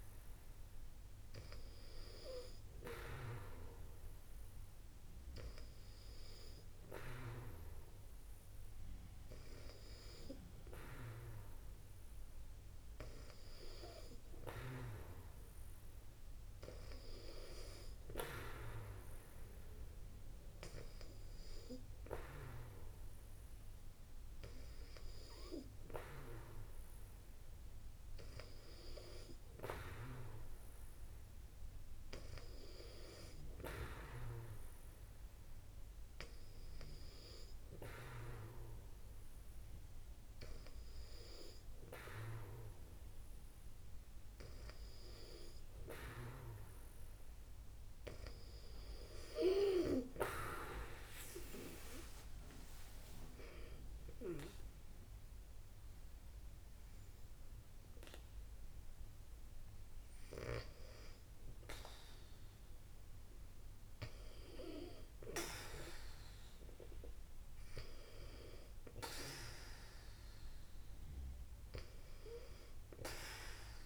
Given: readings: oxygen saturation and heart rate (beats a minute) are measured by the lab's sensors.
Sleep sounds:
breathing in sleep by a room microphone; none
50.00-55.00 s: arousal
From the record:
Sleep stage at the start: N2 (light sleep); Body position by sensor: on the back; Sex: female

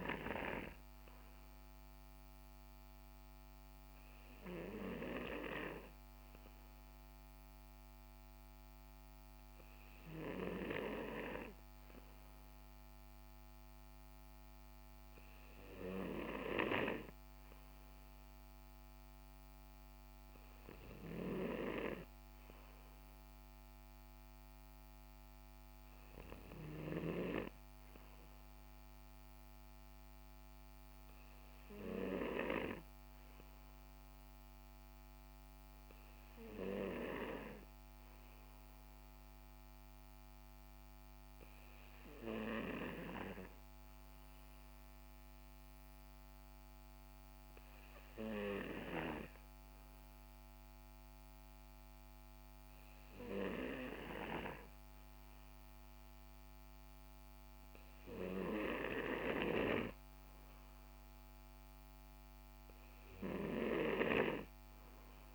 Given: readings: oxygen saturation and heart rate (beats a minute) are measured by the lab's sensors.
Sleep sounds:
breathing in sleep by a microphone on the trachea; 2
7.00-19.50 s: hypopnea (oxygen 95% before, 92% lowest, heart rate 64 before, 63 extreme, up 2 after)
20.00-23.50 s: arousal
43.50-55.50 s: obstructive apnea (oxygen 94% before, 92% lowest, heart rate 65 before, 62 extreme)
58.50-62.50 s: arousal
From the record:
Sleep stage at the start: N2 (light sleep); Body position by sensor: on the right side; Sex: male

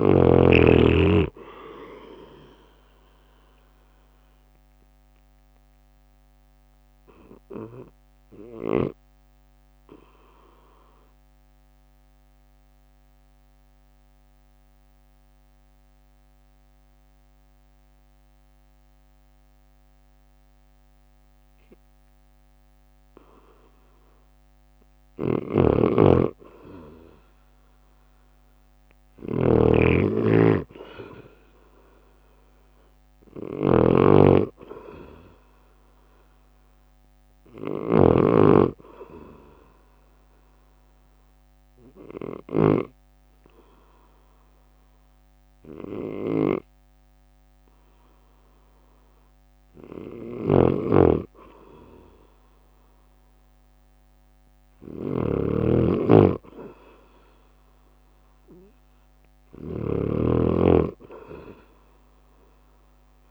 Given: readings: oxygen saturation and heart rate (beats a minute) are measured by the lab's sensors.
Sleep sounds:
breathing in sleep by a microphone on the trachea; 2
0.00-1.00 s: arousal
2.00-15.00 s: drop in pulse transit time (device-marked, heart rate 52 before, 51 extreme)
6.50-24.50 s: obstructive apnea (oxygen 100% before, 95% lowest, heart rate 52 before, 52 extreme, up 9 after)
13.00-14.00 s: leg movement (device-marked)
25.00-38.00 s: snoring (device-marked)
26.50-29.00 s: arousal
30.00-44.00 s: oxygen desaturation (device-marked, oxygen 99% before, 95% lowest, heart rate 53 before, 52 extreme)
30.00-45.00 s: drop in pulse transit time (device-marked, heart rate 53 before, 55 extreme)
39.00-50.50 s: obstructive apnea (oxygen 99% before, 95% lowest, heart rate 56 before, 52 extreme, up 4 after)
50.00-63.31 s: snoring (device-marked)
55.00-58.50 s: arousal
61.00-63.31 s: oxygen desaturation (device-marked, oxygen 98% before, 95% lowest, heart rate 54 before, 52 extreme)
From the record:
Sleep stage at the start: N2 (light sleep); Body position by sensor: on the right side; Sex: male

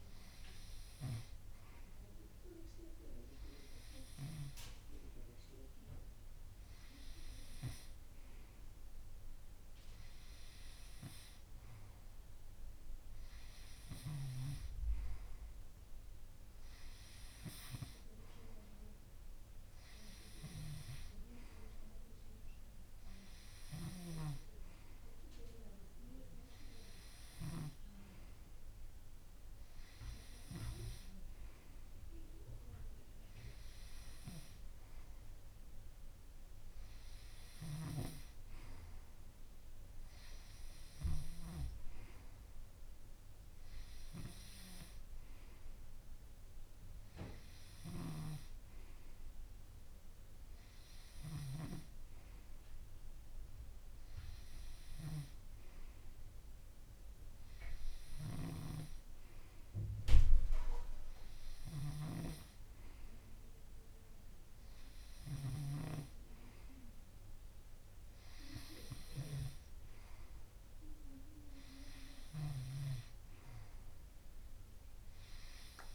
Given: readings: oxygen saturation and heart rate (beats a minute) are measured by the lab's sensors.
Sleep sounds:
breathing in sleep by a room microphone; none
59.00-66.50 s: snoring (device-marked)
From the record:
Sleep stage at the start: N2 (light sleep); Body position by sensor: on the right side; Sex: male

